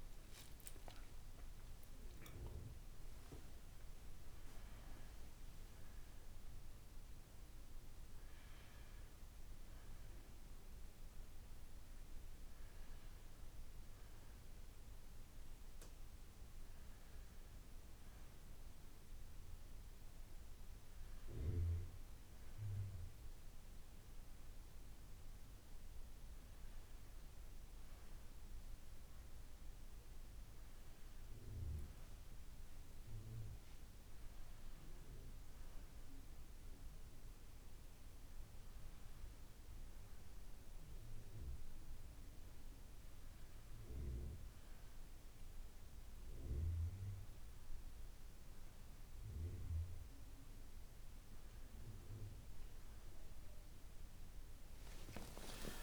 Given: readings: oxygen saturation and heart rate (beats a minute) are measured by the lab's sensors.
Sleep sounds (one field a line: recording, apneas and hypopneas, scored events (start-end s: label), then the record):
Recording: a person awake in a sleep study, by a room microphone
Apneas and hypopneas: none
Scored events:
none scored
From the record:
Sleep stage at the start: awake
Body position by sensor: on the right side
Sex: male